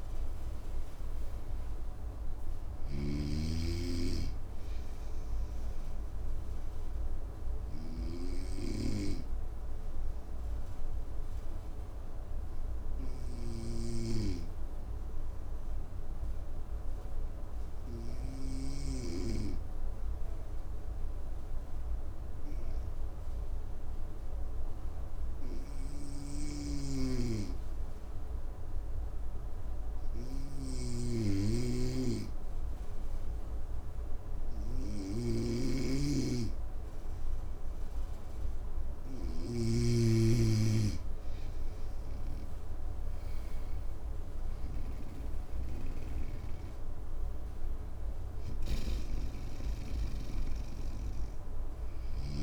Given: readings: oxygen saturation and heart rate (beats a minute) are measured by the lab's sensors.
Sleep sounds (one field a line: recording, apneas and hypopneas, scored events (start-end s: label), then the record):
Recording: breathing in sleep by a room microphone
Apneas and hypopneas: 1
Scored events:
0.00-22.50 s: oxygen desaturation (device-marked, oxygen 93% lowest, heart rate 54 extreme)
5.00-37.50 s: obstructive apnea (oxygen 99% before, 93% lowest, heart rate 62 before, 54 extreme, up 8 after)
26.00-52.43 s: snoring (device-marked)
40.00-45.00 s: arousal
43.50-52.43 s: oxygen desaturation (device-marked, oxygen 97% before, 94% lowest, heart rate 57 before, 53 extreme)
From the record:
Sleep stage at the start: N2 (light sleep)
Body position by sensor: on the right side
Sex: male